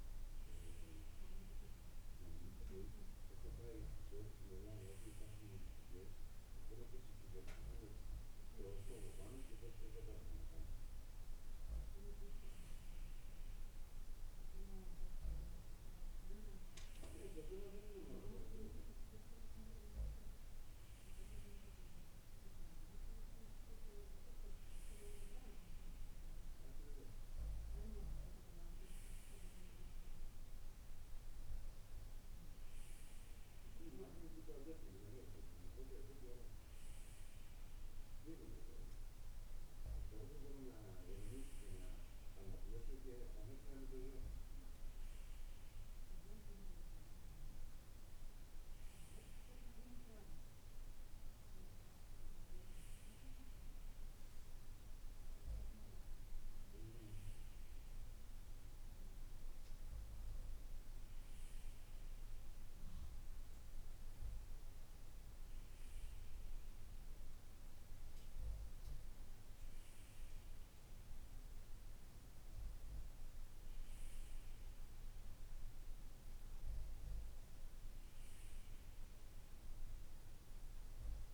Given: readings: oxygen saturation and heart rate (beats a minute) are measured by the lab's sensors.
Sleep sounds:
breathing in sleep by a room microphone; none
none scored
From the record:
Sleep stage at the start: N2 (light sleep); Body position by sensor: on the right side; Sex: male

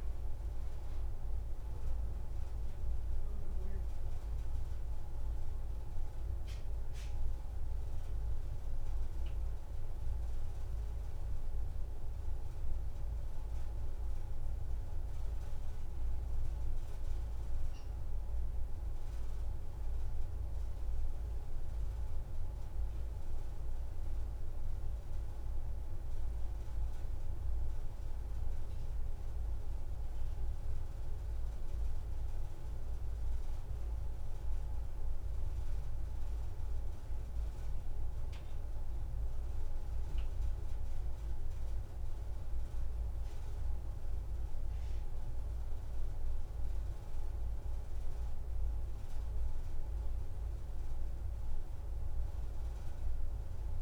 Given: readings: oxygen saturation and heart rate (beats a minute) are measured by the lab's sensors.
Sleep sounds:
breathing in sleep, hard to hear, by a room microphone; none
8.50-13.00 s: arousal
From the record:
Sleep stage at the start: N1 (lightest sleep); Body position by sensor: on the back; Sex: female

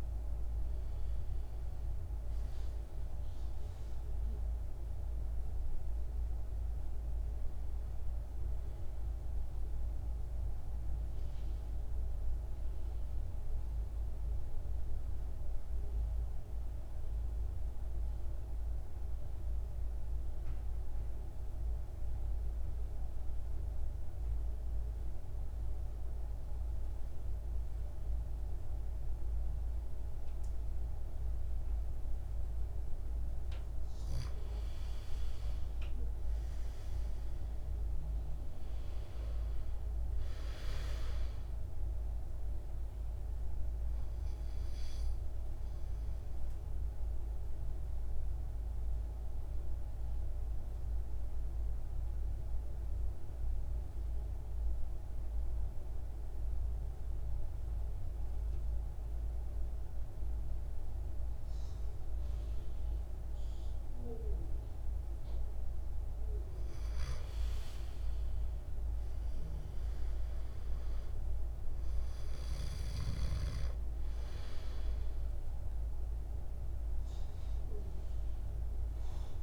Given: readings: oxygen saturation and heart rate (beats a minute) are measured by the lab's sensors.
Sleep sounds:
breathing in sleep, hard to hear, by a room microphone; 2
0.00-9.50 s: oxygen desaturation (device-marked, oxygen 85% lowest, heart rate 54 extreme)
10.00-32.50 s: central apnea (oxygen 99% before, 84% lowest, heart rate 65 before, 54 extreme, up 7 after)
11.50-25.50 s: oxygen desaturation (device-marked, oxygen 90% before, 86% lowest, heart rate 64 before, 54 extreme)
34.50-38.50 s: arousal
36.50-64.50 s: oxygen desaturation (device-marked, oxygen 100% before, 84% lowest, heart rate 57 before, 52 extreme)
45.50-65.00 s: central apnea (oxygen 100% before, 82% lowest, heart rate 60 before, 52 extreme, up 7 after)
67.00-71.00 s: arousal
75.50-79.43 s: oxygen desaturation (device-marked, oxygen 99% before, 89% lowest, heart rate 57 before, 52 extreme)
From the record:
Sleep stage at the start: N2 (light sleep); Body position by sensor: on the back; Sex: male

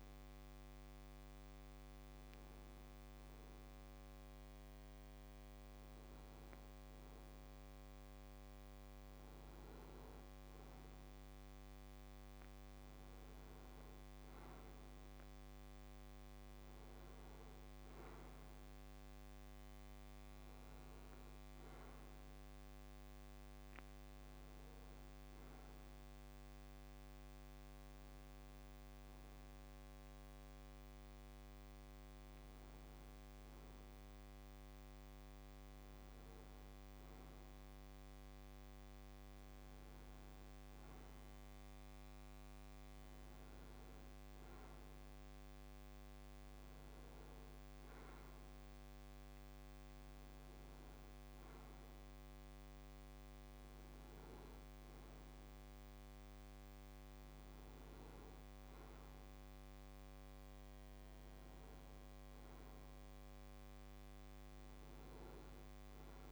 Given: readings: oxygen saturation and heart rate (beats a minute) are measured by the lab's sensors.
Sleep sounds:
breathing in sleep, hard to hear, by a microphone on the trachea; 1
0.00-11.00 s: oxygen desaturation (device-marked, oxygen 91% lowest)
1.00-11.50 s: hypopnea (oxygen 94% before, 91% lowest)
15.00-19.00 s: arousal
From the record:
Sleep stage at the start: N2 (light sleep); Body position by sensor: on the right side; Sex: male

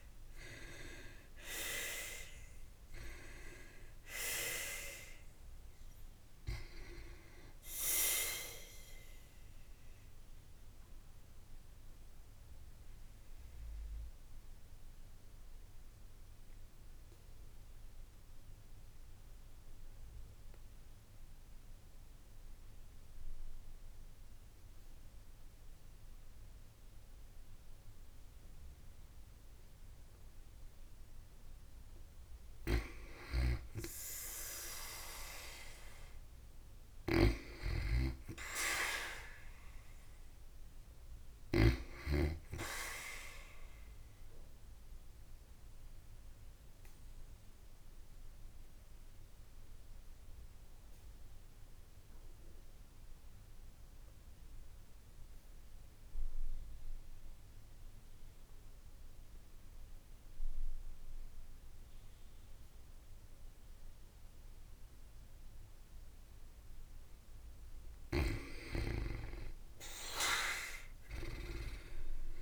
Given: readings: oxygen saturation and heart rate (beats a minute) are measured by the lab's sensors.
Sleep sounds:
breathing in sleep by a room microphone; 2
0.00-2.00 s: arousal
0.00-2.00 s: oxygen desaturation (device-marked, oxygen 88% lowest, heart rate 55 extreme)
9.50-30.50 s: obstructive apnea (oxygen 95% before, 86% lowest, heart rate 60 before, 52 extreme, up 1 after)
30.00-49.00 s: oxygen desaturation (device-marked, oxygen 93% before, 86% lowest, heart rate 58 before, 51 extreme)
33.50-36.50 s: arousal
44.00-66.00 s: obstructive apnea (oxygen 93% before, 87% lowest, heart rate 55 before, 51 extreme, up 5 after)
69.00-72.00 s: arousal
From the record:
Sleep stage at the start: N2 (light sleep); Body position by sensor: on the back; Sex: female

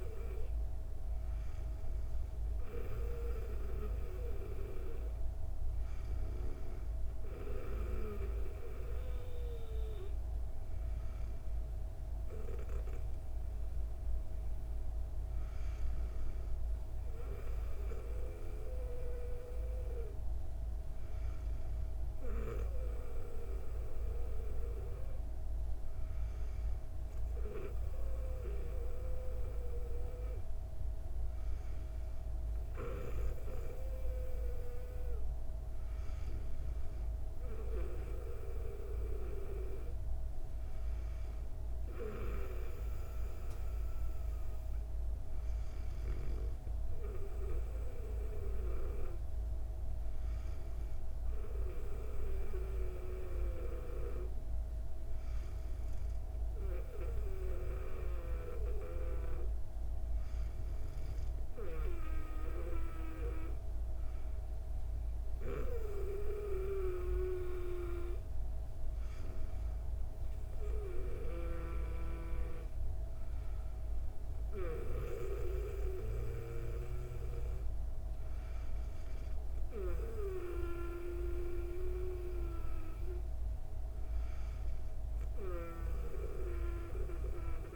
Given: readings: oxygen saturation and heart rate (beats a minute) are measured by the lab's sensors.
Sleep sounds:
breathing in sleep by a room microphone; none
70.50-76.00 s: snoring (device-marked)
From the record:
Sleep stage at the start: N2 (light sleep); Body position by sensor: on the back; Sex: female

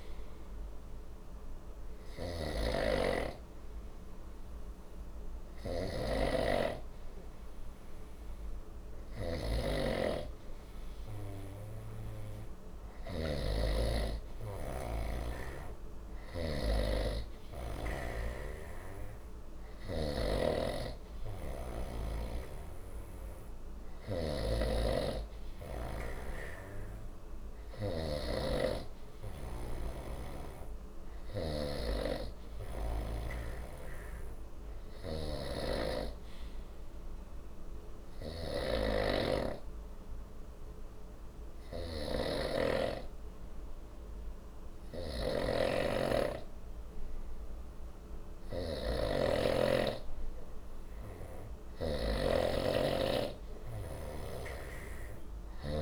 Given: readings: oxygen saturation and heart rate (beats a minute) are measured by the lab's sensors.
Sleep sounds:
breathing in sleep by a room microphone; none
0.00-55.82 s: snoring (device-marked)
From the record:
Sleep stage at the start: N2 (light sleep); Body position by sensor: on the right side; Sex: male

